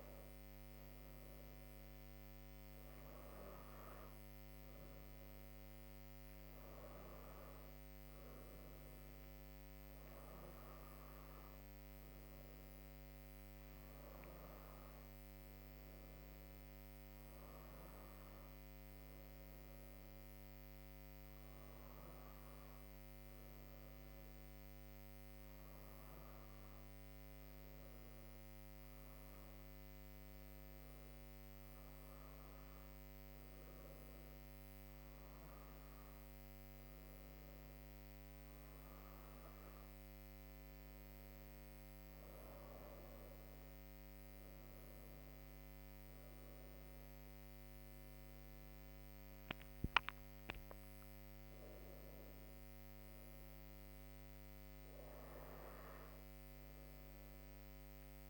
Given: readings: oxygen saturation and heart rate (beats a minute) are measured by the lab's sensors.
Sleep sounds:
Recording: breathing in sleep, hard to hear, by a microphone on the trachea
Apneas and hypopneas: none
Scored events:
none scored
From the record:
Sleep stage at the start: N2 (light sleep)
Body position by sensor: on the back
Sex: female

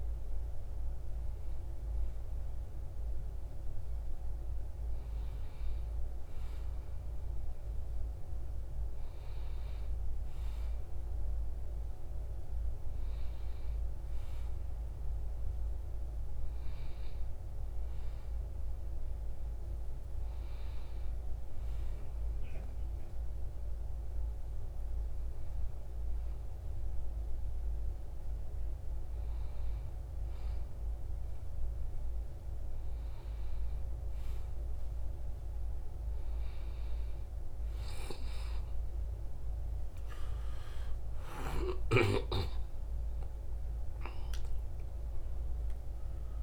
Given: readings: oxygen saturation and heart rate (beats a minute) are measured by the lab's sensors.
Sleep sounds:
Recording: a person awake in a sleep study, hard to hear, by a room microphone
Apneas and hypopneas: none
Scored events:
none scored
From the record:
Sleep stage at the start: awake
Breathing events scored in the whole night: 499 in 6.2 hours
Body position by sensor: on the right side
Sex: male

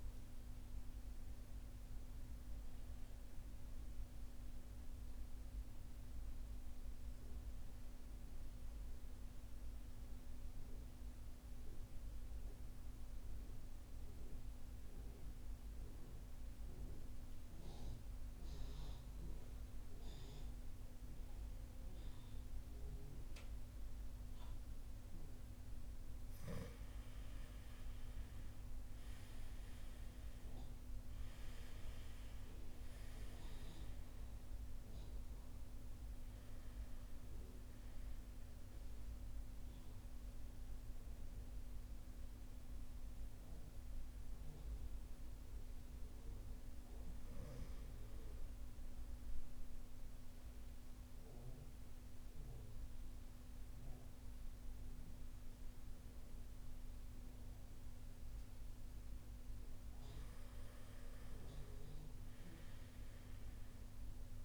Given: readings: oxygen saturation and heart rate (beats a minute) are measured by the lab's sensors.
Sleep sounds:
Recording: breathing in sleep, hard to hear, by a room microphone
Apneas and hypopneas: 2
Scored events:
9.00-25.00 s: central apnea (oxygen 97% before, 91% lowest, heart rate 61 before, 47 extreme, up 7 after)
27.00-31.00 s: arousal
28.50-45.50 s: oxygen desaturation (device-marked, oxygen 99% before, 91% lowest)
36.50-64.45 s: new sleep stage, N2 (light sleep)
39.00-58.50 s: mixed apnea (oxygen 99% before, 91% lowest)
61.00-64.00 s: arousal
From the record:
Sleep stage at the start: N1 (lightest sleep)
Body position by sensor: on the back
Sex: male

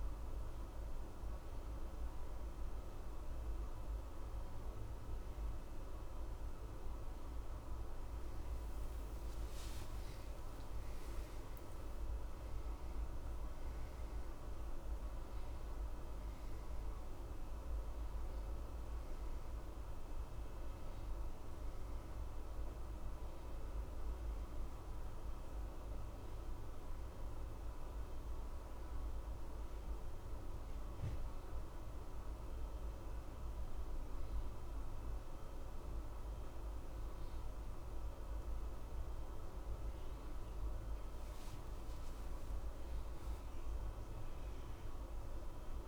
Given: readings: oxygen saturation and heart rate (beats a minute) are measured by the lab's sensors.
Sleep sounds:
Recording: a person awake in a sleep study, hard to hear, by a room microphone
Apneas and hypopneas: none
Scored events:
none scored
From the record:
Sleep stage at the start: awake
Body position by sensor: on the back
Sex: male

